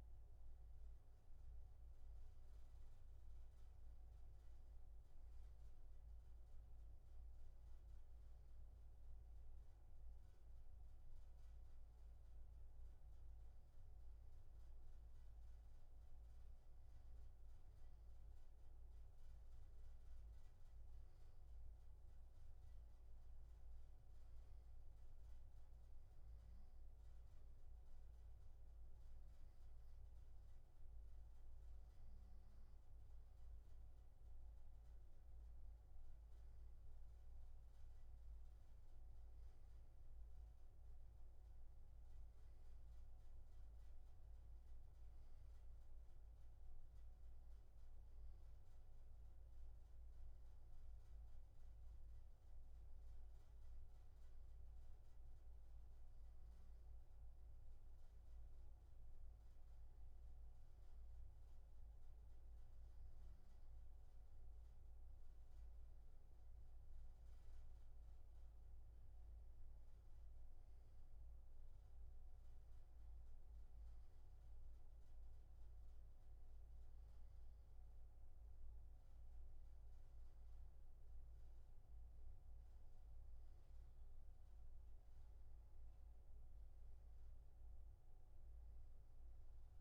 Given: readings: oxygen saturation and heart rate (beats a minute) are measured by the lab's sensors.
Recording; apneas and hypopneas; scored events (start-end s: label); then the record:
breathing in sleep, hard to hear, by a room microphone; none
none scored
From the record:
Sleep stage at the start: N2 (light sleep); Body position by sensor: on the back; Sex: male